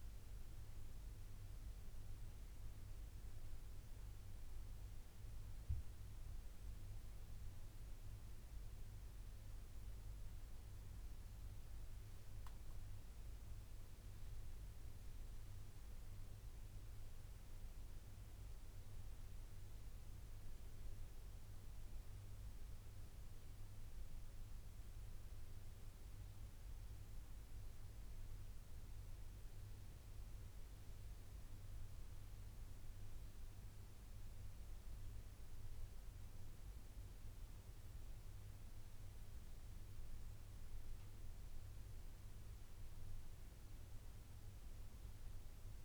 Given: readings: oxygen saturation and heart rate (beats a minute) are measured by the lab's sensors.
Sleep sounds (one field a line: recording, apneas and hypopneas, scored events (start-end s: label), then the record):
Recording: breathing in sleep, hard to hear, by a room microphone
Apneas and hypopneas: 1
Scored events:
3.00-13.50 s: central apnea (oxygen 96% before, 93% lowest, heart rate 88 before, 78 extreme, up 7 after)
15.50-19.50 s: arousal
44.00-45.85 s: arousal
From the record:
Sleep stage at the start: N2 (light sleep)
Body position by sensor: on the right side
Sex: male